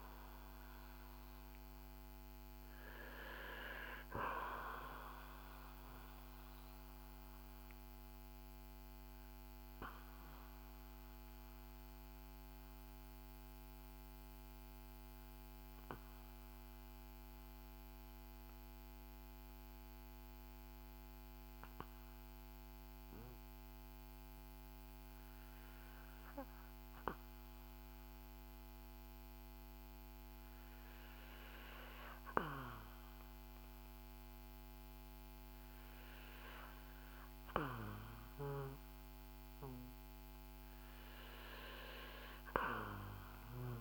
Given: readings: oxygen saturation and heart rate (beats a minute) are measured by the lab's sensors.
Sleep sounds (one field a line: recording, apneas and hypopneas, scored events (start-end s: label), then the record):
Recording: breathing in sleep by a microphone on the trachea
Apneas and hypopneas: 1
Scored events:
0.00-27.00 s: oxygen desaturation (device-marked, oxygen 81% lowest, heart rate 39 extreme)
5.00-32.00 s: obstructive apnea (oxygen 92% before, 81% lowest, heart rate 64 before, 39 extreme, up 22 after)
34.50-39.00 s: arousal
40.00-43.81 s: oxygen desaturation (device-marked, oxygen 97% before, 89% lowest, heart rate 50 before, 50 extreme)
From the record:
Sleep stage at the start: REM sleep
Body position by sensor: on the back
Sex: male